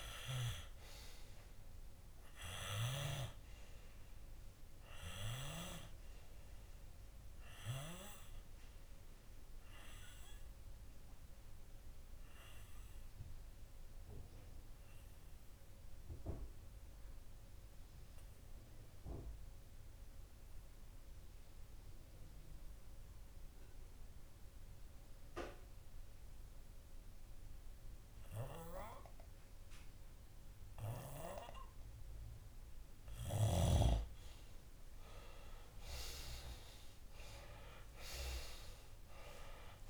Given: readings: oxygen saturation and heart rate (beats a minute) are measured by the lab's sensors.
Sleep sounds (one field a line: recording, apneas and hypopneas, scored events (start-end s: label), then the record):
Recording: breathing in sleep by a room microphone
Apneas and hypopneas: 1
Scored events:
0.00-9.50 s: oxygen desaturation (device-marked, oxygen 94% lowest)
5.50-32.50 s: obstructive apnea (oxygen 98% before, 94% lowest)
35.00-39.90 s: arousal
From the record:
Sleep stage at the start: N2 (light sleep)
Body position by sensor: on the left side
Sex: male